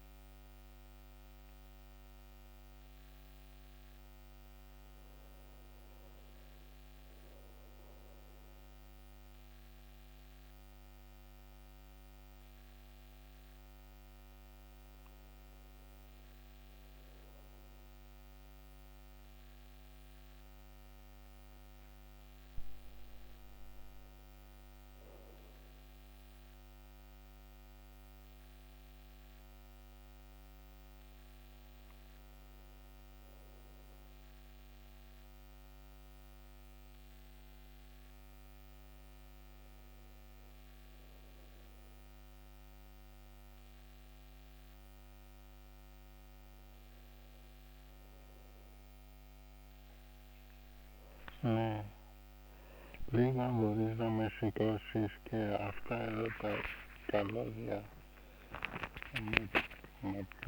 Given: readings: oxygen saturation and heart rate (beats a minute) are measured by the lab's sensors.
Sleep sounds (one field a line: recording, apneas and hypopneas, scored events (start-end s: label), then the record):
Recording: breathing in sleep by a microphone on the trachea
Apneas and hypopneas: none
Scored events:
47.00-60.48 s: new sleep stage, awake
From the record:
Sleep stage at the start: N2 (light sleep)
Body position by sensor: on the back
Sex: male